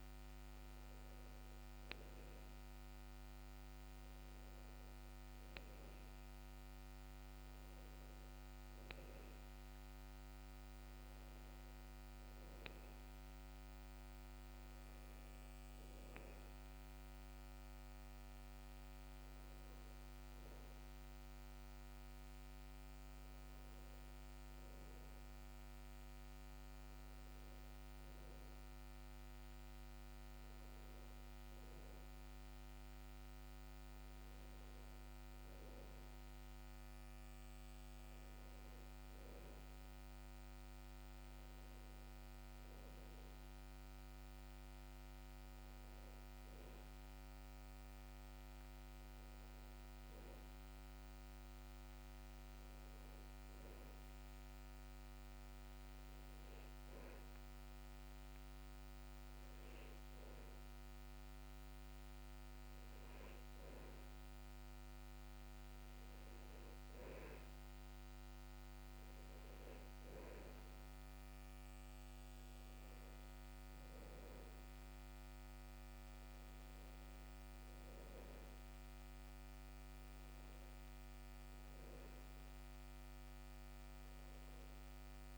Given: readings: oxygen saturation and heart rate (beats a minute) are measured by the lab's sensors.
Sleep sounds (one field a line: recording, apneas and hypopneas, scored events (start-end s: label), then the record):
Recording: breathing in sleep, hard to hear, by a microphone on the trachea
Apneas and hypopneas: none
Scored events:
31.00-85.38 s: new sleep stage, N2 (light sleep)
From the record:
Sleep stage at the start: N1 (lightest sleep)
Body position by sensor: on the back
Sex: male